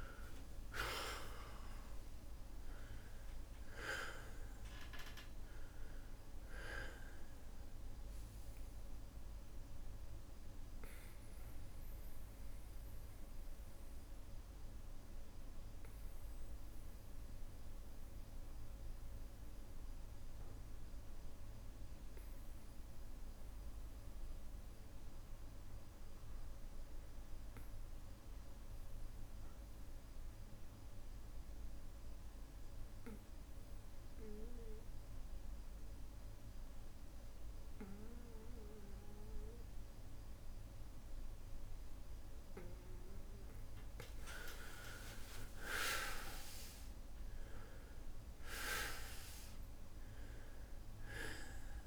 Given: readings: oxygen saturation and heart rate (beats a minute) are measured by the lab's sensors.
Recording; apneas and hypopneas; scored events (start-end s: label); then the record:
breathing in sleep by a room microphone; 1
0.00-4.00 s: arousal
0.00-27.00 s: oxygen desaturation (device-marked, oxygen 93% lowest, heart rate 54 extreme)
9.50-42.00 s: obstructive apnea (oxygen 99% before, 92% lowest, heart rate 61 before, 54 extreme, up 5 after)
10.00-34.00 s: bradycardia (device-marked, heart rate 60 before, 54 extreme)
35.00-37.00 s: bradycardia (device-marked, heart rate 60 before, 59 extreme)
43.00-51.87 s: oxygen desaturation (device-marked, oxygen 98% before, 92% lowest, heart rate 58 before, 56 extreme)
44.00-48.00 s: arousal
From the record:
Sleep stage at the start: N2 (light sleep); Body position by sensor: on the back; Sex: male